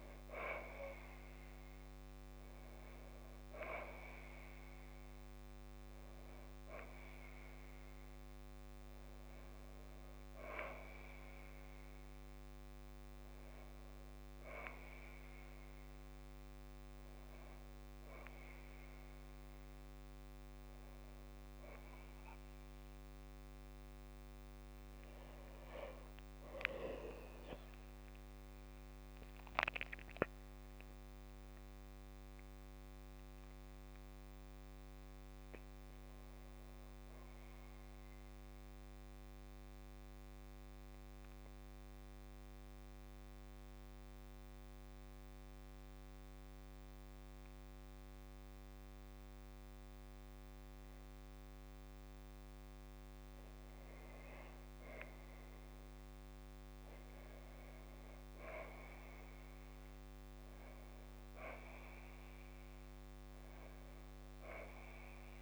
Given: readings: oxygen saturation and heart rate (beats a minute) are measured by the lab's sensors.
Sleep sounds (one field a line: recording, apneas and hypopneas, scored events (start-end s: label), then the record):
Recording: breathing in sleep by a microphone on the trachea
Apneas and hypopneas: 1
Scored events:
25.50-29.50 s: arousal
42.00-54.00 s: mixed apnea (oxygen 98% before, 95% lowest, heart rate 60 before, 56 extreme, up 6 after)
56.00-59.50 s: arousal
From the record:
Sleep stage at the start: N2 (light sleep)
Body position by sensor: on the back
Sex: female